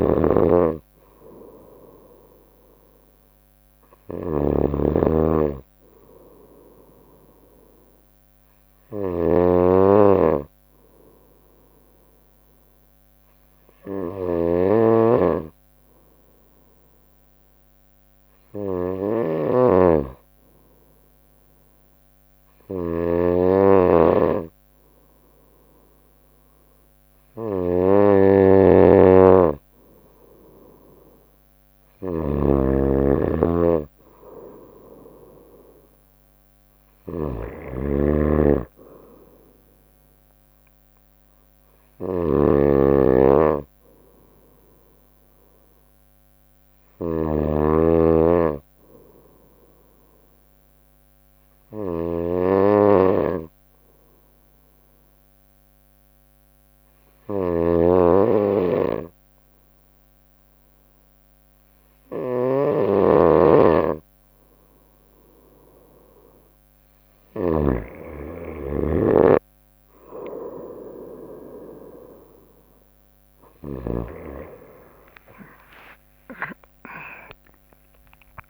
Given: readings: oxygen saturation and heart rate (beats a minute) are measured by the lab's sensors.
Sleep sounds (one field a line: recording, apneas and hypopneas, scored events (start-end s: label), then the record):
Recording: breathing in sleep by a microphone on the trachea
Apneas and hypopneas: 2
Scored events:
0.00-67.50 s: snoring (device-marked)
9.50-28.50 s: obstructive apnea (oxygen 95% before, 94% lowest, heart rate 62 before, 57 extreme, up 3 after)
33.00-36.50 s: arousal
43.50-50.50 s: bradycardia (device-marked, heart rate 61 before, 57 extreme)
47.00-65.50 s: obstructive apnea (oxygen 96% before, 94% lowest, heart rate 63 before, 59 extreme, up 1 after)
72.50-78.50 s: drop in pulse transit time (device-marked, heart rate 61 before, 61 extreme)
75.00-78.50 s: arousal
75.50-77.50 s: long interval between heartbeats (device-marked, heart rate 62 before, 79 extreme)
From the record:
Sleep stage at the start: N2 (light sleep)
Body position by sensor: on the right side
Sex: female